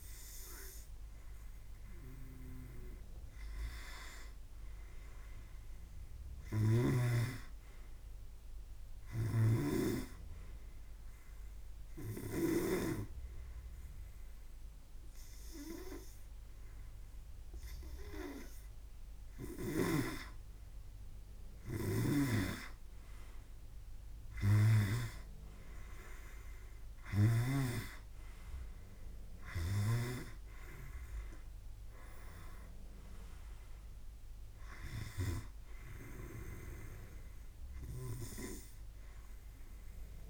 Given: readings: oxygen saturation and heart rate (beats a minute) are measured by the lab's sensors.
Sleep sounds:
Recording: breathing in sleep by a room microphone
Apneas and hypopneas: 1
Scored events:
9.00-13.00 s: snoring (device-marked)
9.50-20.00 s: obstructive apnea (oxygen 98% before, 94% lowest, heart rate 60 before, 58 extreme, up 8 after)
22.00-27.50 s: snoring (device-marked)
23.50-26.00 s: arousal
From the record:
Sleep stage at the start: N2 (light sleep)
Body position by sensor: on the back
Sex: male

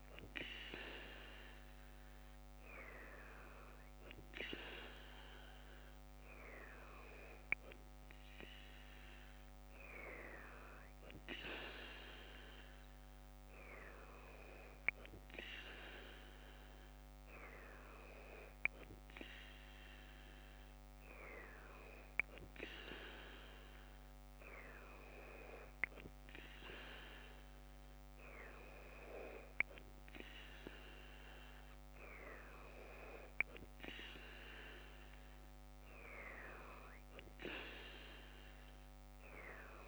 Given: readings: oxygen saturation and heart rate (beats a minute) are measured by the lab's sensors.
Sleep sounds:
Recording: breathing in sleep by a microphone on the trachea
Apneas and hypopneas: none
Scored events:
none scored
From the record:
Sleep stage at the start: N2 (light sleep)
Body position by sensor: on the left side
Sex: female

